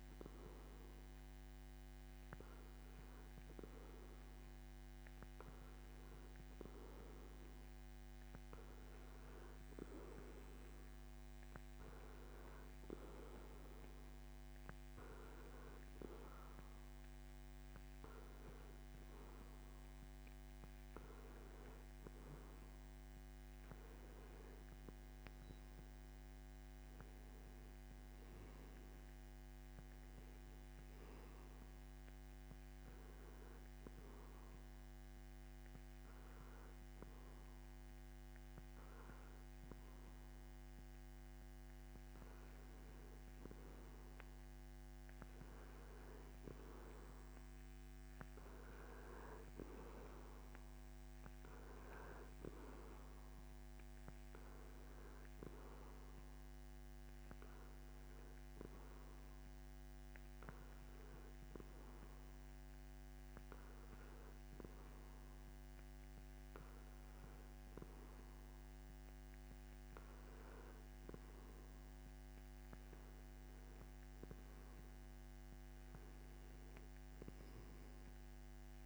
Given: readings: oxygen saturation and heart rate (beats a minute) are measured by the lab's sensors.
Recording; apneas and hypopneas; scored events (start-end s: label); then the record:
breathing in sleep, hard to hear, by a microphone on the trachea; none
none scored
From the record:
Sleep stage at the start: N2 (light sleep); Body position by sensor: on the back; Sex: male